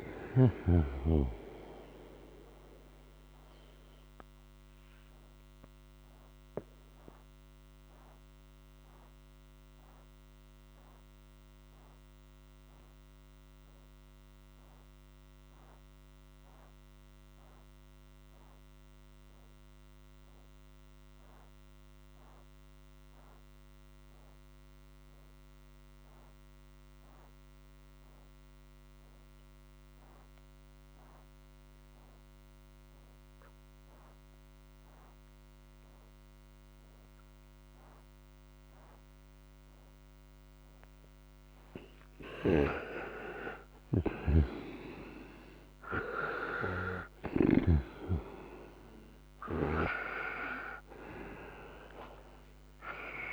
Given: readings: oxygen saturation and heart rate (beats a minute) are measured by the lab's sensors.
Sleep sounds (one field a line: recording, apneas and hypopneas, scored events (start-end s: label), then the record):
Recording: breathing in sleep by a microphone on the trachea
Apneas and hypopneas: 1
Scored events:
0.00-26.00 s: oxygen desaturation (device-marked, oxygen 88% lowest, heart rate 61 extreme)
3.50-41.50 s: mixed apnea (oxygen 98% before, 87% lowest, heart rate 67 before, 61 extreme, up 54 after)
38.00-53.33 s: oxygen desaturation (device-marked, oxygen 98% before, 87% lowest, heart rate 62 before, 58 extreme)
42.00-47.50 s: snoring (device-marked)
43.00-48.00 s: arousal
From the record:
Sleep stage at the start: N2 (light sleep)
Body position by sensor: on the right side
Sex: male